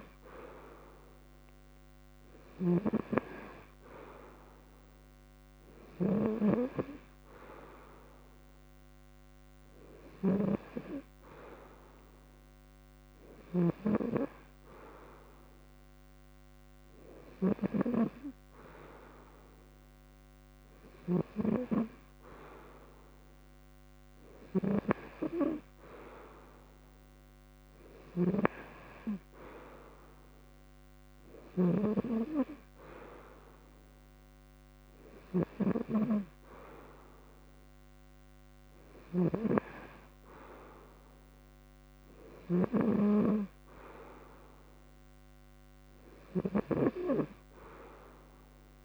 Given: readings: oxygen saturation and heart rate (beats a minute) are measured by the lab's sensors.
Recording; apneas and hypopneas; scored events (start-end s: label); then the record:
breathing in sleep by a microphone on the trachea; none
2.00-13.50 s: snoring (device-marked)
20.50-42.50 s: snoring (device-marked)
From the record:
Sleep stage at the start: N2 (light sleep); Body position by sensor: on the front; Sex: male